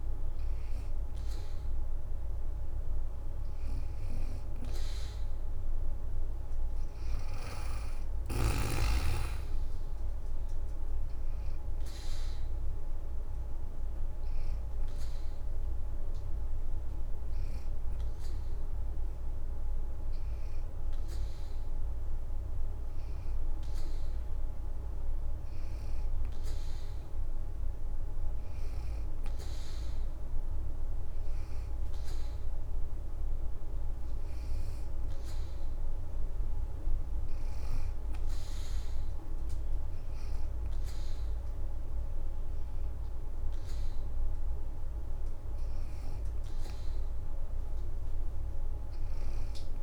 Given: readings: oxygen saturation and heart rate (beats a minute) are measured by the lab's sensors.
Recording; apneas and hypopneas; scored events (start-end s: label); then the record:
breathing in sleep, hard to hear, by a room microphone; 1
12.50-23.00 s: hypopnea (oxygen 90% before, 85% lowest, heart rate 78 before, 76 extreme, up 6 after)
15.50-31.50 s: oxygen desaturation (device-marked, oxygen 89% before, 85% lowest, heart rate 77 before, 76 extreme)
From the record:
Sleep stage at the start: N2 (light sleep); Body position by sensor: on the back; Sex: female